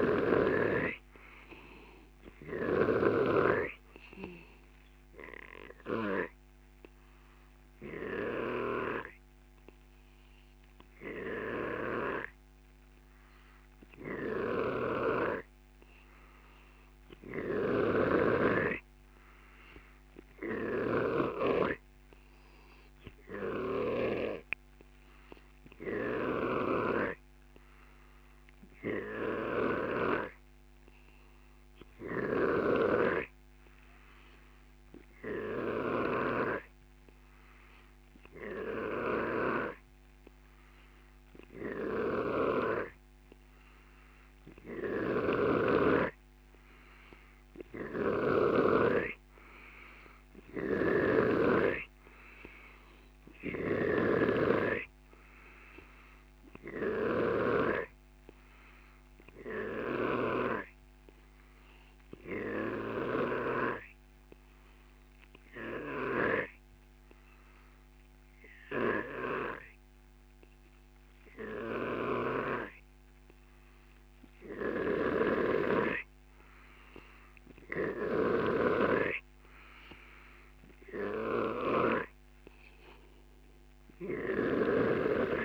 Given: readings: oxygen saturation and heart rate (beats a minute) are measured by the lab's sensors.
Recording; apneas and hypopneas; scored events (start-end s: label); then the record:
breathing in sleep by a microphone on the trachea; none
0.00-2.50 s: arousal
0.00-24.00 s: snoring (device-marked)
26.00-48.50 s: snoring (device-marked)
50.50-63.50 s: snoring (device-marked)
78.00-85.45 s: snoring (device-marked)
From the record:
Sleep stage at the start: N2 (light sleep); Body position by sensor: on the back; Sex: male